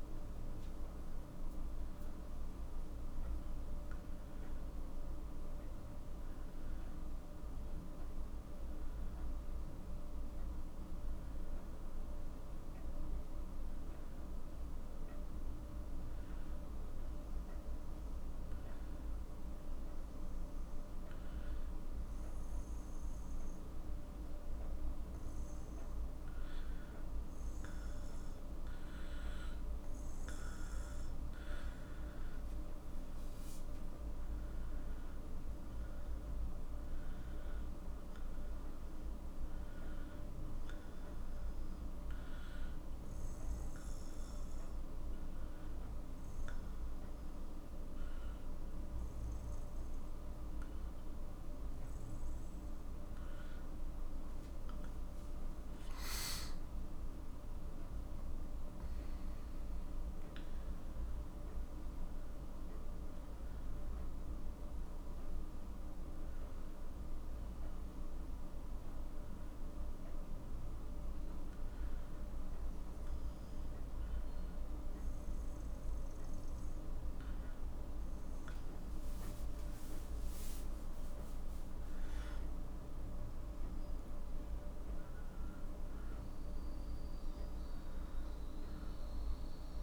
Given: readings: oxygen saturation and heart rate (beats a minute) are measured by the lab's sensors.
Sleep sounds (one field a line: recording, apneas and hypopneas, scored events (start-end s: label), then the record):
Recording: breathing in sleep, hard to hear, by a room microphone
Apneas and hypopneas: 3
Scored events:
6.50-25.00 s: hypopnea (oxygen 95% before, 92% lowest, heart rate 60 before, 51 extreme, up 2 after)
28.00-31.50 s: arousal
42.50-54.00 s: obstructive apnea (oxygen 95% before, 92% lowest, heart rate 55 before, 50 extreme, up 9 after)
56.00-59.50 s: arousal
69.00-82.00 s: hypopnea (oxygen 95% before, 91% lowest, heart rate 54 before, 51 extreme, up 8 after)
84.50-88.50 s: arousal
From the record:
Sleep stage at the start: N2 (light sleep)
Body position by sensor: on the back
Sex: male